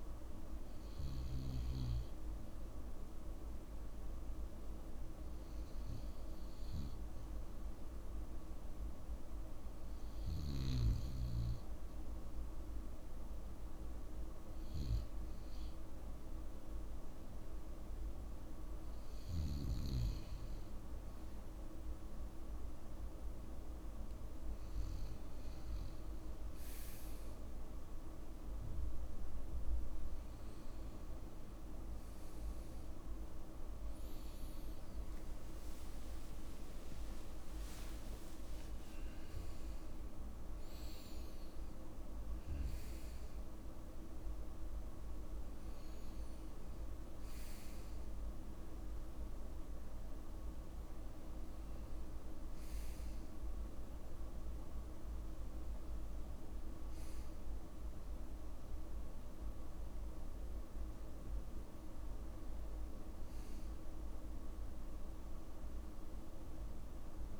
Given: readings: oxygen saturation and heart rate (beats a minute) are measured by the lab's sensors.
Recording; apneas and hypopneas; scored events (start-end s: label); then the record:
breathing in sleep, hard to hear, by a room microphone; none
30.00-60.00 s: new sleep stage, N1 (lightest sleep)
35.00-40.50 s: arousal
37.50-39.50 s: long interval between heartbeats (device-marked, heart rate 63 before, 84 extreme)
60.00-67.40 s: new sleep stage, N2 (light sleep)
From the record:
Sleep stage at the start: N2 (light sleep); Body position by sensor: on the back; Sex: male